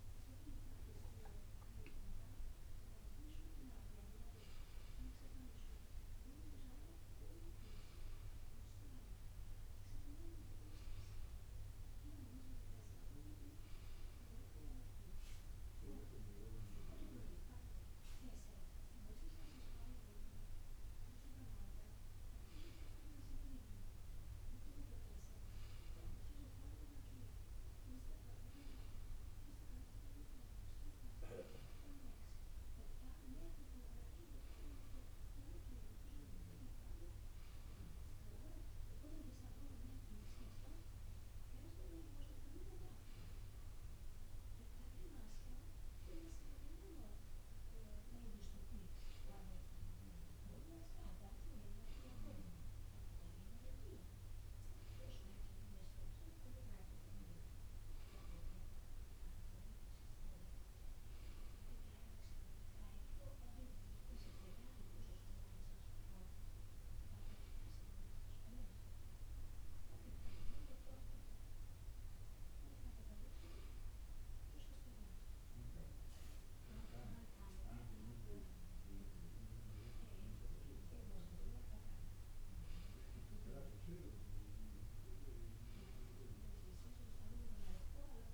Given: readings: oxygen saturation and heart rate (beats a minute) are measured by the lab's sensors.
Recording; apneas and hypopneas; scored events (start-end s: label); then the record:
a person awake in a sleep study, by a room microphone; none
none scored
From the record:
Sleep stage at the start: awake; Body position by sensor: on the right side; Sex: male